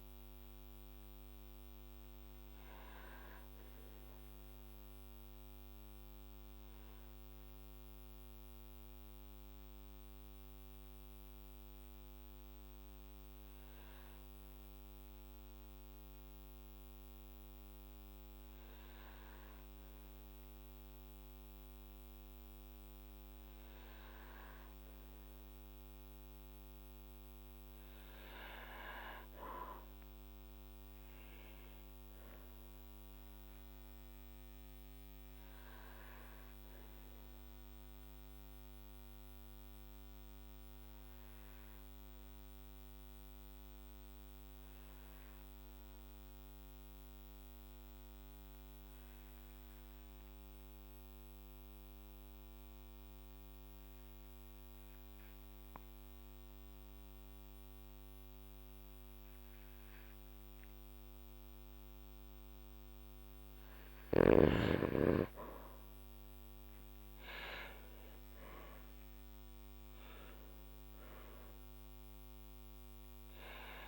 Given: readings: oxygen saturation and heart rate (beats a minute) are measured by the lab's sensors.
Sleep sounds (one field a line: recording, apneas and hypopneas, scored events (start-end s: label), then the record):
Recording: breathing in sleep by a microphone on the trachea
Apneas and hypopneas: 2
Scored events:
0.50-27.00 s: obstructive apnea (oxygen 99% before, 95% lowest, heart rate 57 before, 54 extreme, up 3 after)
28.50-31.50 s: arousal
35.00-62.00 s: obstructive apnea (oxygen 99% before, 92% lowest, heart rate 55 before, 54 extreme, up 5 after)
66.00-70.50 s: arousal
From the record:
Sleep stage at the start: N2 (light sleep)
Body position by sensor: on the back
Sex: male